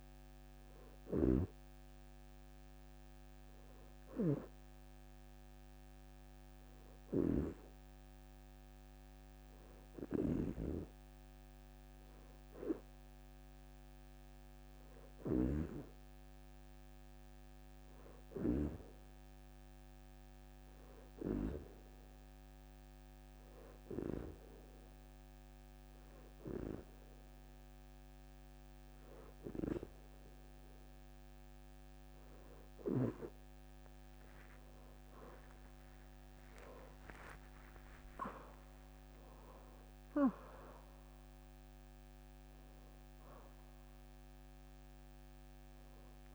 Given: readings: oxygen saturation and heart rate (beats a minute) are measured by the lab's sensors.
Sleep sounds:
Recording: breathing in sleep by a microphone on the trachea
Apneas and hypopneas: none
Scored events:
34.00-39.50 s: arousal
35.50-46.35 s: oxygen desaturation (device-marked, oxygen 94% before, 89% lowest, heart rate 81 before, 79 extreme)
36.50-39.00 s: leg movement (device-marked)
From the record:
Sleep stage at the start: N2 (light sleep)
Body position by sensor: on the back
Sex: female

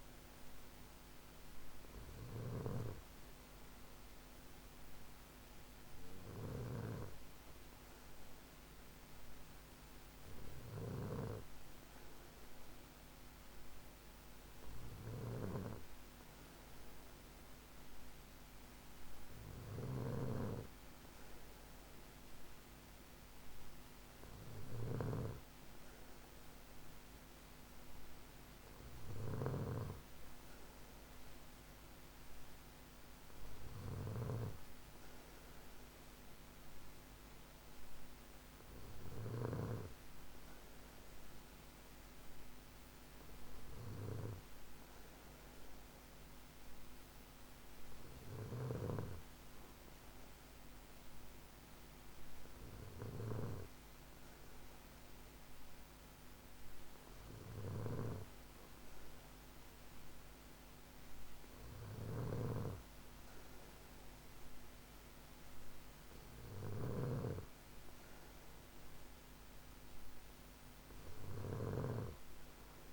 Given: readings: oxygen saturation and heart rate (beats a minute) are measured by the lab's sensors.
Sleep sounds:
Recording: breathing in sleep by a microphone on the trachea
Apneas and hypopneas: none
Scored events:
0.00-39.00 s: snoring (device-marked)
48.00-72.93 s: snoring (device-marked)
From the record:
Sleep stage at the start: N2 (light sleep)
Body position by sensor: on the back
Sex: male

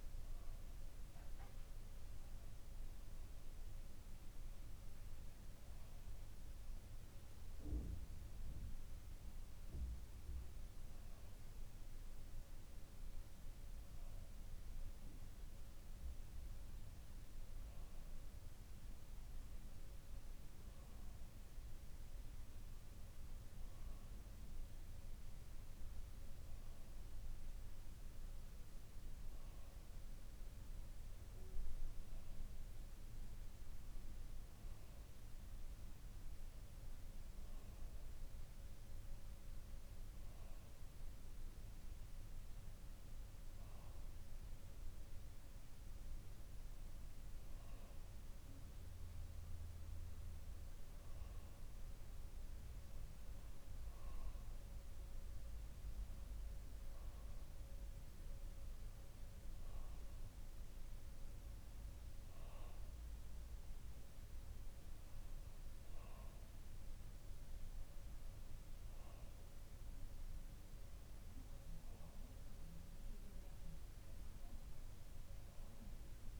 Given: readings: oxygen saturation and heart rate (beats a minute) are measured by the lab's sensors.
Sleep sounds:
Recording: breathing in sleep, hard to hear, by a room microphone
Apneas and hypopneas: none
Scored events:
none scored
From the record:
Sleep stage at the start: N2 (light sleep)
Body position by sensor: on the back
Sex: male

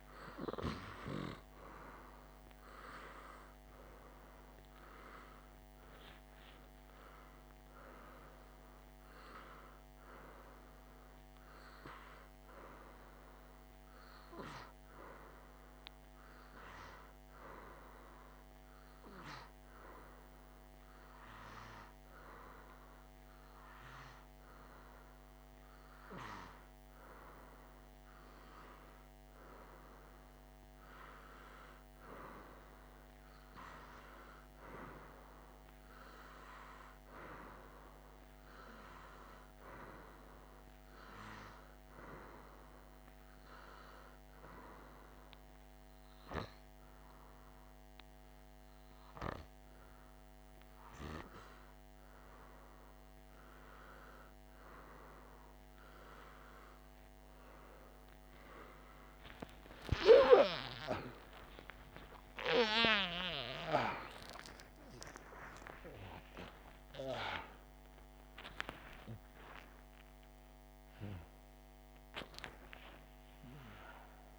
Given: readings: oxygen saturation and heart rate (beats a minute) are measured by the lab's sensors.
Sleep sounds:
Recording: breathing in sleep by a microphone on the trachea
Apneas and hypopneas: 2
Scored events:
1.00-16.00 s: oxygen desaturation (device-marked, oxygen 97% before, 94% lowest, heart rate 50 before, 50 extreme)
18.00-28.00 s: hypopnea (oxygen 98% before, 94% lowest, heart rate 51 before, 49 extreme, up 2 after)
30.50-34.50 s: arousal
43.00-54.50 s: hypopnea (oxygen 97% before, 94% lowest, heart rate 51 before, 50 extreme, up 29 after)
60.50-65.50 s: arousal
From the record:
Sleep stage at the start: N2 (light sleep)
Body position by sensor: on the back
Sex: male

